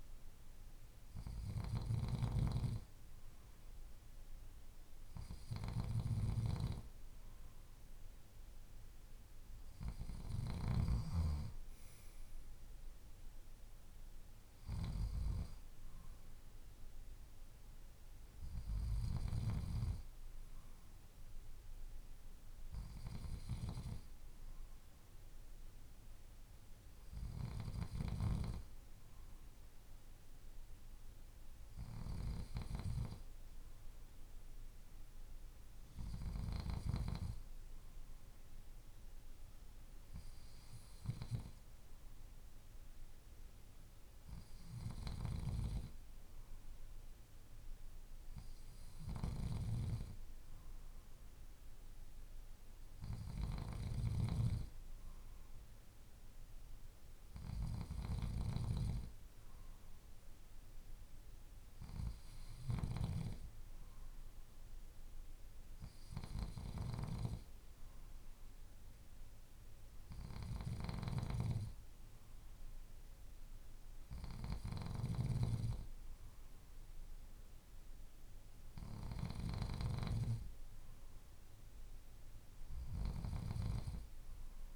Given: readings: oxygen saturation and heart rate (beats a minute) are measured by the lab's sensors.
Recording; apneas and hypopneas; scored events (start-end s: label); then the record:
breathing in sleep by a room microphone; none
none scored
From the record:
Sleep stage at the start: N2 (light sleep); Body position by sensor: on the left side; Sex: male